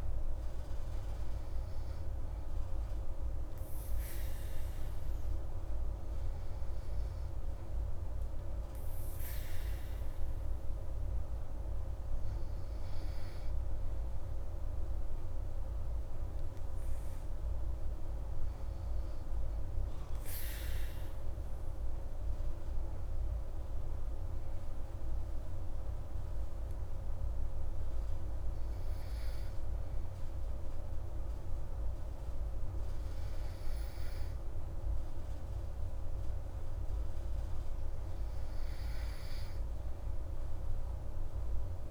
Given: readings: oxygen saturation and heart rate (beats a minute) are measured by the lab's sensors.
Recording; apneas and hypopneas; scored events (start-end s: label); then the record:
breathing in sleep, hard to hear, by a room microphone; none
none scored
From the record:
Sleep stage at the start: N2 (light sleep); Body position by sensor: on the back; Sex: female